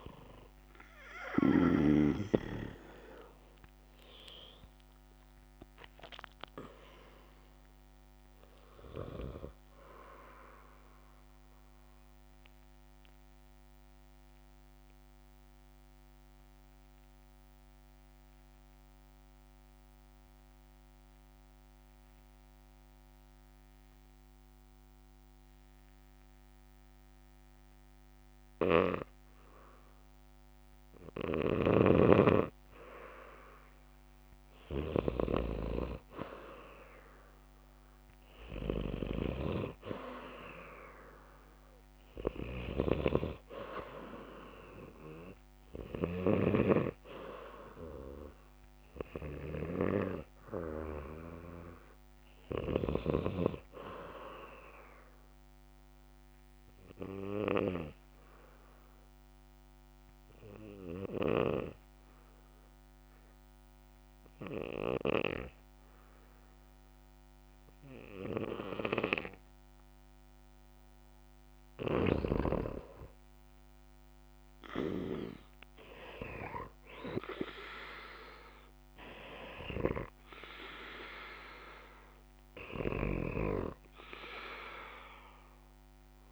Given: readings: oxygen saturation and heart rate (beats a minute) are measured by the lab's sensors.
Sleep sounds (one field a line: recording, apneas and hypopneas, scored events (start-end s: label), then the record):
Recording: breathing in sleep by a microphone on the trachea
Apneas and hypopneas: 2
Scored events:
0.00-22.50 s: oxygen desaturation (device-marked, oxygen 88% lowest, heart rate 56 extreme)
12.00-30.50 s: obstructive apnea (oxygen 96% before, 88% lowest, heart rate 71 before, 56 extreme, up 0 after)
31.50-36.00 s: snoring (device-marked)
34.50-37.50 s: arousal
39.50-56.50 s: oxygen desaturation (device-marked, oxygen 96% before, 90% lowest, heart rate 66 before, 62 extreme)
43.00-47.00 s: snoring (device-marked)
57.00-71.50 s: obstructive apnea (oxygen 97% before, 88% lowest, heart rate 67 before, 62 extreme, up 8 after)
73.50-76.50 s: arousal
76.50-86.32 s: oxygen desaturation (device-marked, oxygen 96% before, 92% lowest, heart rate 65 before, 61 extreme)
From the record:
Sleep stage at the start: N2 (light sleep)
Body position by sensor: on the back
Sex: male